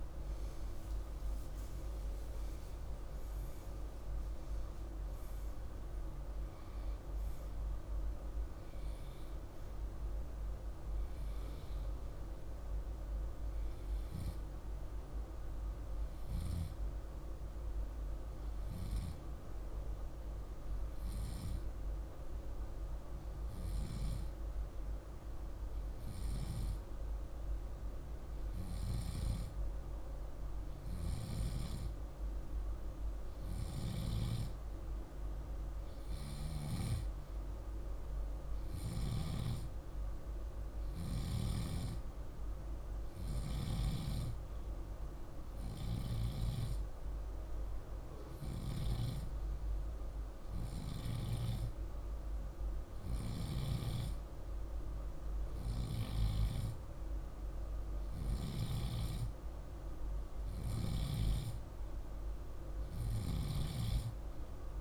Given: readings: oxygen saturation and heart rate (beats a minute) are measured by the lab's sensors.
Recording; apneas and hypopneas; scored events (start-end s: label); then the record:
breathing in sleep by a room microphone; 2
0.00-1.00 s: arousal
9.50-64.81 s: new sleep stage, N2 (light sleep)
10.50-15.50 s: oxygen desaturation (device-marked, oxygen 97% before, 93% lowest, heart rate 49 before, 47 extreme)
20.50-33.50 s: hypopnea (oxygen 97% before, 94% lowest, heart rate 49 before, 48 extreme, up 1 after)
35.50-39.00 s: arousal
46.50-59.00 s: hypopnea (oxygen 97% before, 94% lowest, heart rate 48 before, 48 extreme, up 1 after)
61.00-64.00 s: arousal
From the record:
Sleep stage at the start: N1 (lightest sleep); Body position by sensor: on the left side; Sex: male